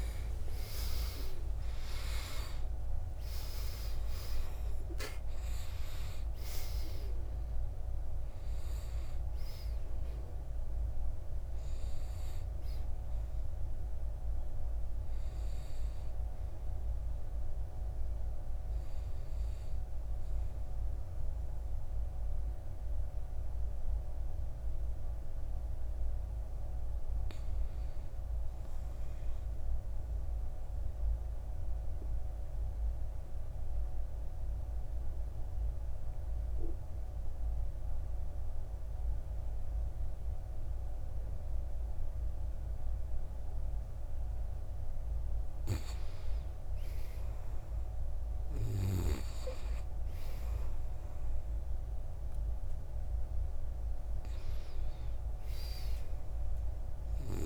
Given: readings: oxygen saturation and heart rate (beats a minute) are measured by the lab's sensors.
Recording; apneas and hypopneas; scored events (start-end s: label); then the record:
breathing in sleep, hard to hear, by a room microphone; 1
0.00-16.00 s: oxygen desaturation (device-marked, oxygen 78% lowest, heart rate 53 extreme)
30.50-44.50 s: obstructive apnea (oxygen 99% before, 87% lowest, heart rate 61 before, 53 extreme, up 11 after)
38.00-57.46 s: oxygen desaturation (device-marked, oxygen 98% before, 87% lowest, heart rate 56 before, 51 extreme)
46.00-49.00 s: arousal
From the record:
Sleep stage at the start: N2 (light sleep); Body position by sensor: on the right side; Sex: male